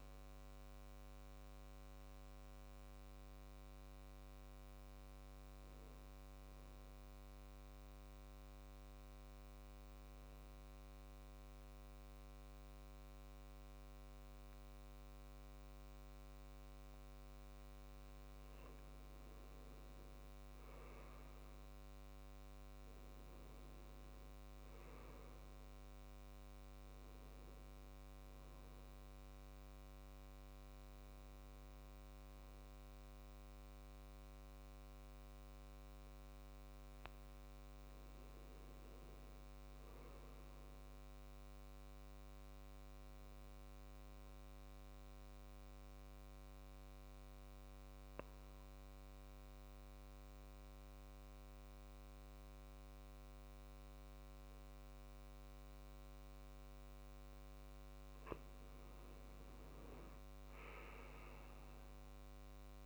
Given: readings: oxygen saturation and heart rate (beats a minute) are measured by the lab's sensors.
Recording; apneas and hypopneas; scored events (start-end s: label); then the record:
breathing in sleep, hard to hear, by a microphone on the trachea; 2
0.00-16.00 s: oxygen desaturation (device-marked, oxygen 94% lowest, heart rate 63 extreme)
3.50-17.00 s: obstructive apnea (oxygen 97% before, 91% lowest, heart rate 69 before, 63 extreme, up 6 after)
20.00-23.50 s: arousal
28.00-45.00 s: oxygen desaturation (device-marked, oxygen 96% before, 91% lowest, heart rate 69 before, 64 extreme)
42.00-56.00 s: obstructive apnea (oxygen 96% before, 90% lowest, heart rate 67 before, 66 extreme, up 5 after)
59.00-62.85 s: arousal
From the record:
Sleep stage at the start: N2 (light sleep); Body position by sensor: on the back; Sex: male